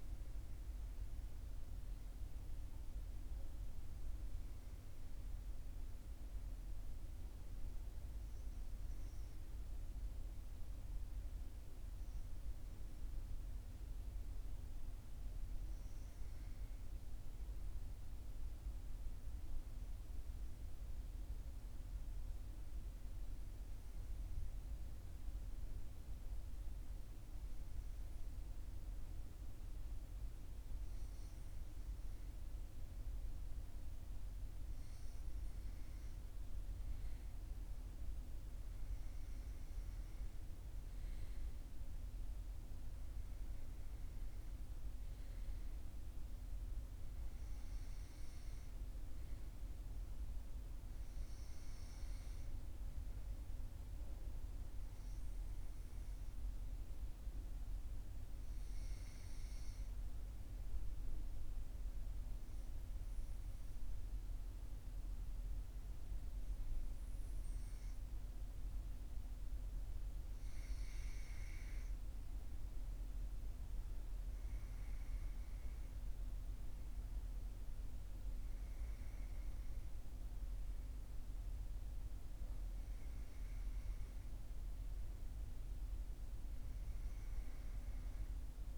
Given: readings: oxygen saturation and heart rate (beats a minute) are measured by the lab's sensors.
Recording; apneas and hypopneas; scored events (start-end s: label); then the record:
breathing in sleep, hard to hear, by a room microphone; 2
19.00-33.00 s: hypopnea (oxygen 96% before, 94% lowest, heart rate 42 before, 41 extreme, up 1 after)
36.50-40.00 s: arousal
60.50-73.00 s: hypopnea (oxygen 96% before, 95% lowest, heart rate 43 before, 40 extreme, up 0 after)
77.00-81.50 s: arousal
From the record:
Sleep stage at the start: N1 (lightest sleep); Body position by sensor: on the right side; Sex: male